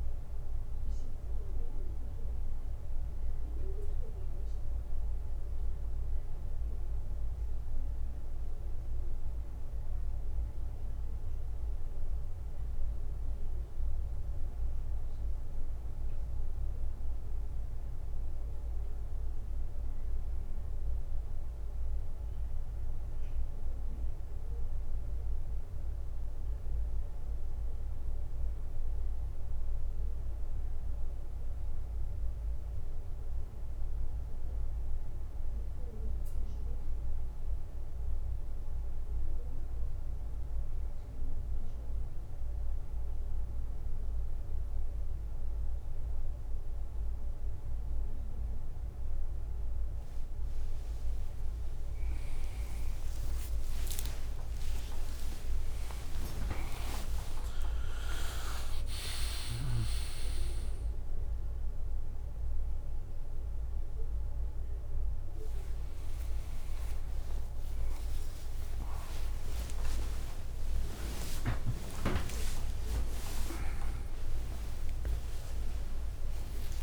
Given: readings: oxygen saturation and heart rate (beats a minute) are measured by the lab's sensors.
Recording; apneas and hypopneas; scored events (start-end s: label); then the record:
a person awake in a sleep study, by a room microphone; none
52.00-58.00 s: tachycardia (device-marked, heart rate 76 before, 126 extreme)
56.00-73.00 s: drop in pulse transit time (device-marked, heart rate 78 before, 81 extreme)
56.50-58.50 s: long interval between heartbeats (device-marked, heart rate 78 before, 126 extreme)
70.00-75.00 s: tachycardia (device-marked, heart rate 77 before, 103 extreme)
From the record:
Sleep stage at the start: awake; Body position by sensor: on the back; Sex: male